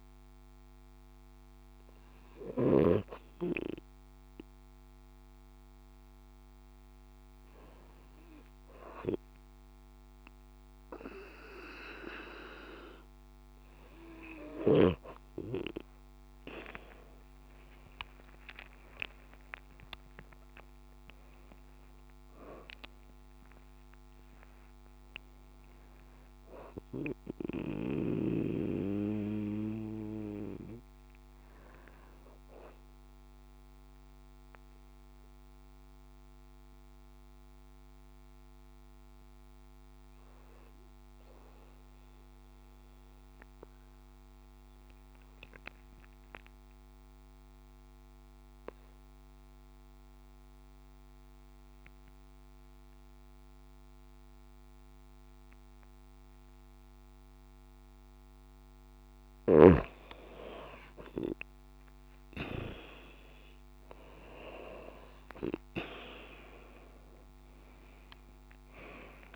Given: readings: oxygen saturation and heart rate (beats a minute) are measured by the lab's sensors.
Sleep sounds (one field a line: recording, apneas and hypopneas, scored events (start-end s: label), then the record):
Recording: breathing in sleep by a microphone on the trachea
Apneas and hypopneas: 1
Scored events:
23.00-25.00 s: long interval between heartbeats (device-marked)
25.50-27.50 s: long interval between heartbeats (device-marked)
26.50-30.50 s: arousal
28.00-30.00 s: long interval between heartbeats (device-marked)
32.50-34.50 s: long interval between heartbeats (device-marked)
34.50-59.00 s: mixed apnea (oxygen 95% before, 90% lowest)
44.00-46.00 s: long interval between heartbeats (device-marked)
59.50-69.35 s: oxygen desaturation (device-marked, oxygen 95% before, 90% lowest)
61.50-66.00 s: arousal
65.00-67.00 s: long interval between heartbeats (device-marked)
From the record:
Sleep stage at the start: N2 (light sleep)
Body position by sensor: on the right side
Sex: female